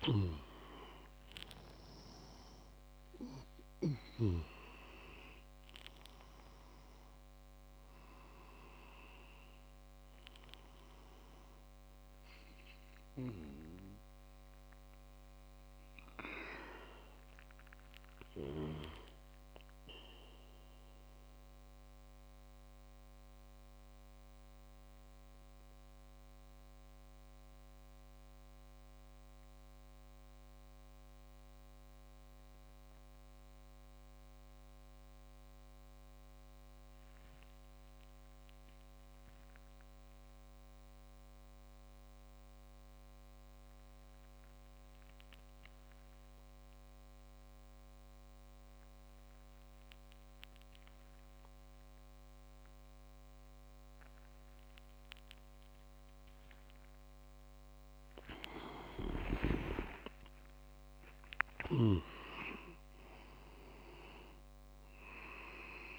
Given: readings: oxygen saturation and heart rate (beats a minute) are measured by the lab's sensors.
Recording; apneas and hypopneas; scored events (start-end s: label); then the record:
breathing in sleep by a microphone on the trachea; 1
0.00-2.00 s: arousal
0.00-4.00 s: snoring (device-marked)
0.00-13.50 s: oxygen desaturation (device-marked, oxygen 94% lowest)
18.50-56.50 s: mixed apnea (oxygen 97% before, 94% lowest)
44.50-65.99 s: oxygen desaturation (device-marked, oxygen 100% before, 94% lowest)
58.50-62.00 s: snoring (device-marked)
59.00-63.50 s: arousal
59.50-62.50 s: leg movement (device-marked)
From the record:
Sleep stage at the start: N2 (light sleep); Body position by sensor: on the back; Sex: male